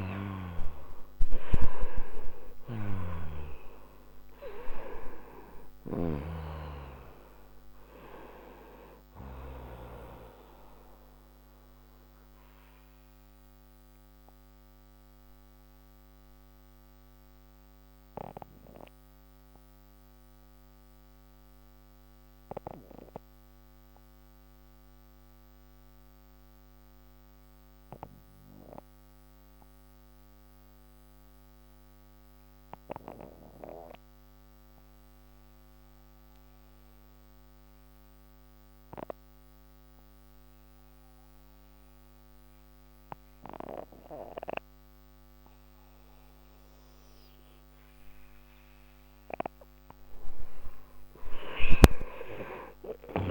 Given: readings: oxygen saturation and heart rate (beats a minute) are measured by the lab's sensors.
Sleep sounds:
breathing in sleep by a microphone on the trachea; 1
0.00-3.50 s: arousal
0.00-28.50 s: oxygen desaturation (device-marked, oxygen 85% lowest, heart rate 53 extreme)
2.50-6.00 s: snoring (device-marked)
11.50-49.00 s: mixed apnea (oxygen 97% before, 85% lowest, heart rate 64 before, 53 extreme, up 35 after)
51.00-53.31 s: arousal
From the record:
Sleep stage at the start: N2 (light sleep); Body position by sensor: on the right side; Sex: male

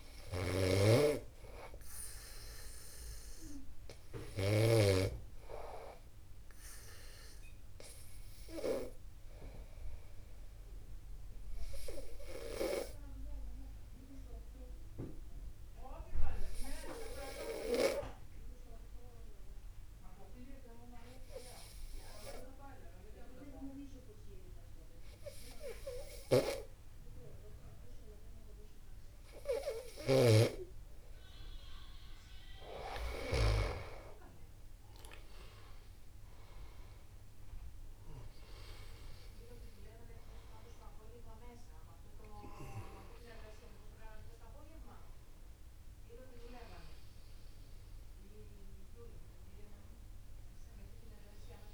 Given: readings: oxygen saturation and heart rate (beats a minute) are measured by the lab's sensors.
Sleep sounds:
breathing in sleep by a room microphone; 1
0.00-5.50 s: snoring (device-marked)
5.00-30.00 s: obstructive apnea (oxygen 98% before, 93% lowest, heart rate 50 before, 50 extreme, up 8 after)
10.50-28.50 s: oxygen desaturation (device-marked, oxygen 97% before, 94% lowest, heart rate 50 before, 50 extreme)
36.00-42.00 s: arousal
From the record:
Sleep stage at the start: N2 (light sleep); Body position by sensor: upright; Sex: male

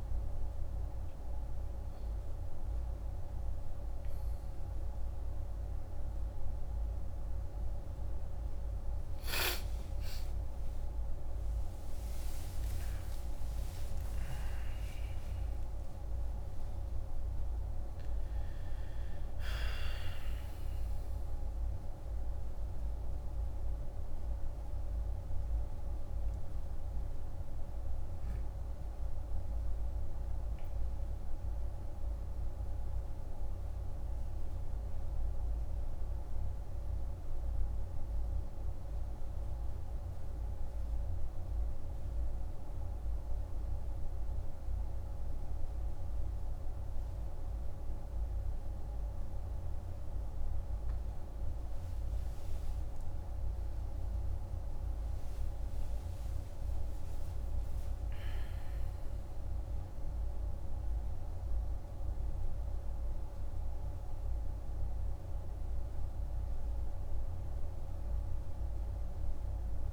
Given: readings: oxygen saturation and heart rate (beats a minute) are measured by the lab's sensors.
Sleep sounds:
a person awake in a sleep study, hard to hear, by a room microphone; none
10.50-69.93 s: new sleep stage, awake
12.50-14.50 s: tachycardia (device-marked, heart rate 55 before, 86 extreme)
From the record:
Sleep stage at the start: N1 (lightest sleep); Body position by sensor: on the back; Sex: male

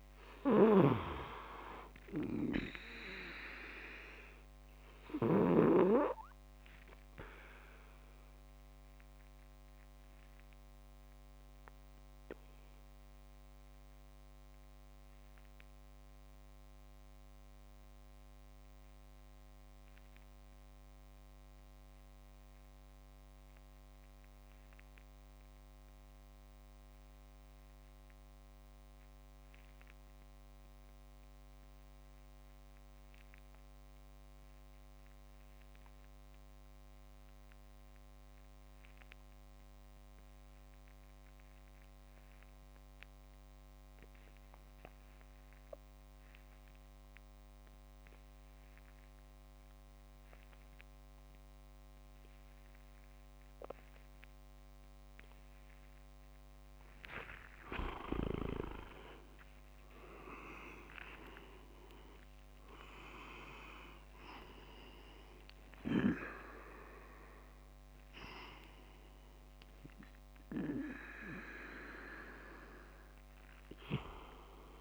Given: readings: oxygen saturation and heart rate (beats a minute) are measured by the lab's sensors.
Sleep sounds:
breathing in sleep by a microphone on the trachea; 1
0.00-5.00 s: snoring (device-marked)
5.50-21.50 s: oxygen desaturation (device-marked, oxygen 99% before, 92% lowest, heart rate 47 before, 32 extreme)
7.50-55.50 s: obstructive apnea (oxygen 100% before, 83% lowest)
38.50-44.50 s: oxygen desaturation (device-marked, oxygen 98% before, 94% lowest)
53.50-74.81 s: oxygen desaturation (device-marked, oxygen 96% before, 83% lowest)
58.00-62.50 s: arousal
From the record:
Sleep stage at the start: REM sleep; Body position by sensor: on the back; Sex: male

